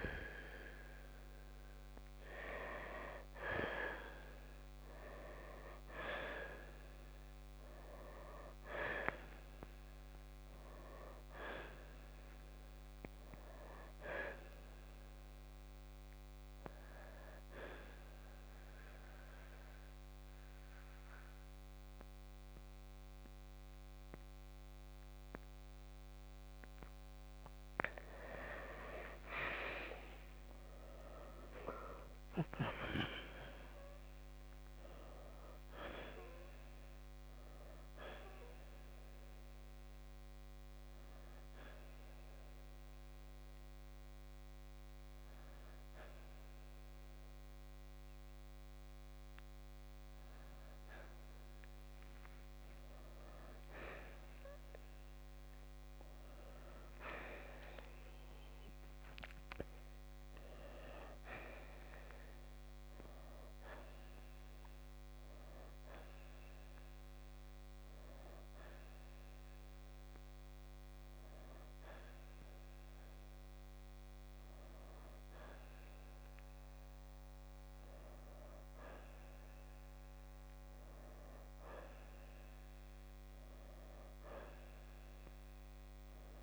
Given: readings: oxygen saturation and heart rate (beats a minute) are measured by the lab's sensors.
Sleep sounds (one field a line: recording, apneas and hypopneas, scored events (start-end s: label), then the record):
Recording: a person partly awake in a sleep study, by a microphone on the trachea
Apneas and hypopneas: 2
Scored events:
8.00-11.50 s: arousal
11.50-31.50 s: oxygen desaturation (device-marked, oxygen 92% before, 88% lowest, heart rate 62 before, 48 extreme)
18.00-28.00 s: central apnea (oxygen 94% before, 85% lowest, heart rate 63 before, 48 extreme, up 13 after)
31.00-34.50 s: arousal
40.00-51.50 s: hypopnea (oxygen 93% before, 85% lowest, heart rate 58 before, 56 extreme, up 10 after)
49.50-60.50 s: oxygen desaturation (device-marked, oxygen 91% before, 85% lowest, heart rate 62 before, 58 extreme)
57.50-86.43 s: new sleep stage, awake
62.50-76.50 s: oxygen desaturation (device-marked, oxygen 97% before, 91% lowest, heart rate 62 before, 58 extreme)
From the record:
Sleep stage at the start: N2 (light sleep)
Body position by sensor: on the right side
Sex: male